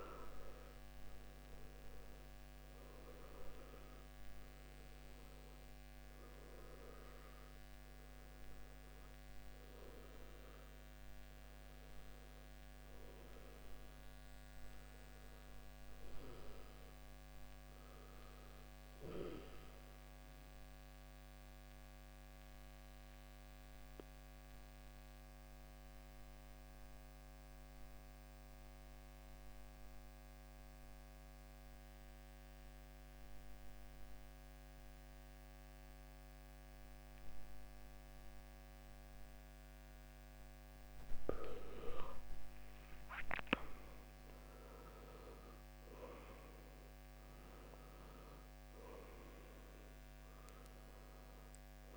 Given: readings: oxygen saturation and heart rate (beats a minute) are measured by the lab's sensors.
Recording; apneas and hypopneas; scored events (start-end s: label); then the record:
breathing in sleep by a microphone on the trachea; 1
0.00-27.00 s: oxygen desaturation (device-marked, oxygen 86% lowest, heart rate 56 extreme)
21.00-41.50 s: obstructive apnea (oxygen 94% before, 86% lowest, heart rate 70 before, 57 extreme, up 14 after)
42.00-51.97 s: oxygen desaturation (device-marked, oxygen 97% before, 86% lowest, heart rate 58 before, 55 extreme)
43.00-47.50 s: arousal
From the record:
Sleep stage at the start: N2 (light sleep); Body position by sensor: on the back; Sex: male